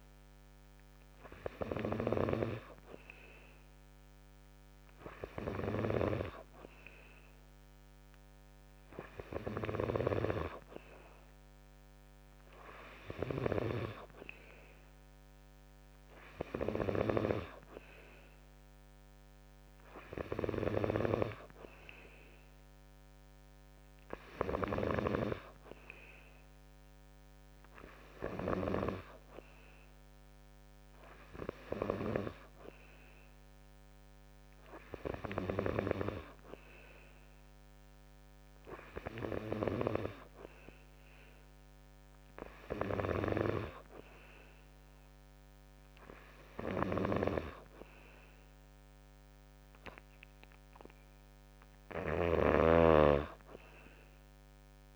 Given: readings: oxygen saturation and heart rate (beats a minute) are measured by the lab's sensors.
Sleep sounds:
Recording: breathing in sleep by a microphone on the trachea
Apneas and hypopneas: none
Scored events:
9.50-17.00 s: snoring (device-marked)
52.00-54.96 s: snoring (device-marked)
From the record:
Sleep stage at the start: N2 (light sleep)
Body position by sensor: on the back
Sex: male

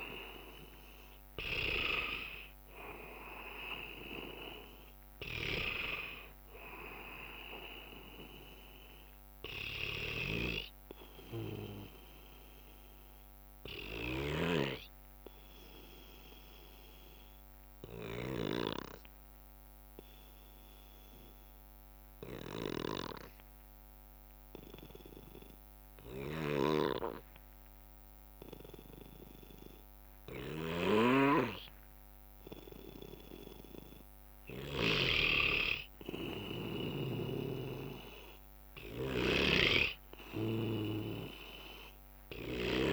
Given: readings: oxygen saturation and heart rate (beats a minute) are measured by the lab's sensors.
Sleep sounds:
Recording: breathing in sleep by a microphone on the trachea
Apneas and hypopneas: 1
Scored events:
0.00-2.50 s: arousal
0.00-18.50 s: oxygen desaturation (device-marked, oxygen 92% lowest, heart rate 57 extreme)
10.50-15.50 s: bradycardia (device-marked, heart rate 71 before, 58 extreme)
13.00-32.50 s: obstructive apnea (oxygen 97% before, 91% lowest, heart rate 67 before, 59 extreme, up 2 after)
30.50-35.00 s: snoring (device-marked)
34.50-39.00 s: arousal
34.50-42.93 s: oxygen desaturation (device-marked, oxygen 98% before, 93% lowest, heart rate 62 before, 59 extreme)
37.00-42.93 s: snoring (device-marked)
From the record:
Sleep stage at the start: N2 (light sleep)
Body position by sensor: on the back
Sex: male

